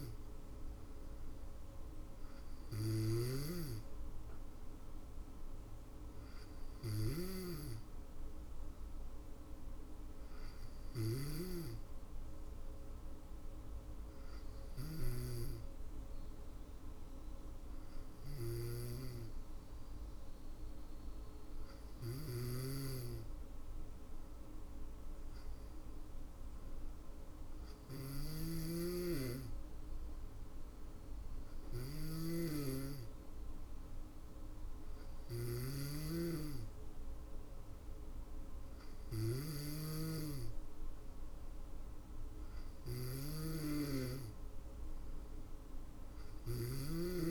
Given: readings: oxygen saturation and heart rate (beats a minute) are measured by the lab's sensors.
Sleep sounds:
breathing in sleep by a room microphone; none
0.00-14.00 s: snoring (device-marked)
21.00-47.31 s: snoring (device-marked)
From the record:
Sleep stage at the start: N2 (light sleep); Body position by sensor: on the back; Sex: female

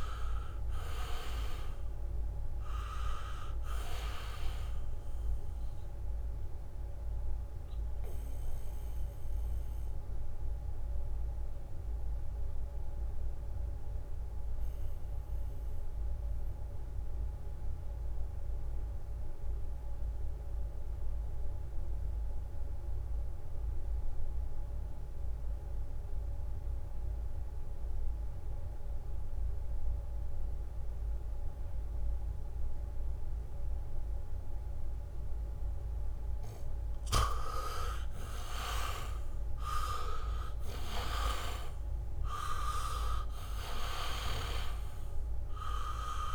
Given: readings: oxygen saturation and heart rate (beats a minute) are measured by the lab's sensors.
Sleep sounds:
breathing in sleep by a room microphone; 1
0.00-22.50 s: oxygen desaturation (device-marked, oxygen 78% lowest, heart rate 65 extreme)
8.50-37.00 s: mixed apnea (oxygen 99% before, 78% lowest, heart rate 69 before, 67 extreme, up 3 after)
32.00-34.50 s: leg movement (device-marked)
34.50-46.35 s: oxygen desaturation (device-marked, oxygen 99% before, 79% lowest, heart rate 72 before, 65 extreme)
41.00-45.50 s: arousal
From the record:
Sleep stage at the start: N2 (light sleep); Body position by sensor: on the back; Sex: male

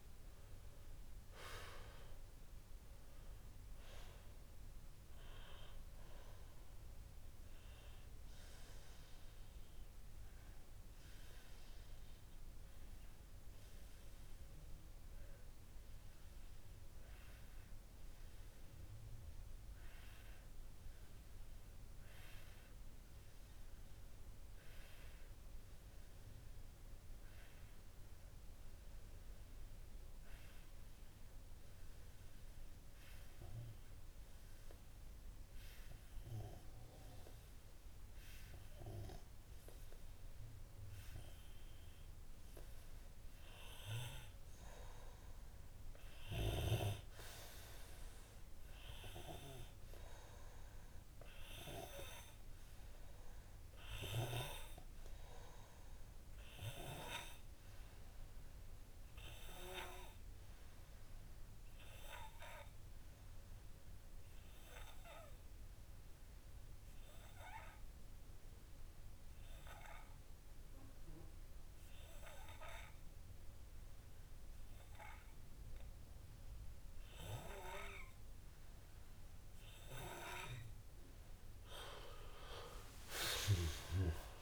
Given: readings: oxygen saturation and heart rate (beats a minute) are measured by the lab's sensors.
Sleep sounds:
breathing in sleep by a room microphone; 1
8.50-79.50 s: obstructive apnea (oxygen 97% before, 92% lowest)
39.50-79.50 s: oxygen desaturation (device-marked, oxygen 99% before, 92% lowest)
83.00-84.42 s: arousal
From the record:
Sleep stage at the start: N2 (light sleep); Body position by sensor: on the left side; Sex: male

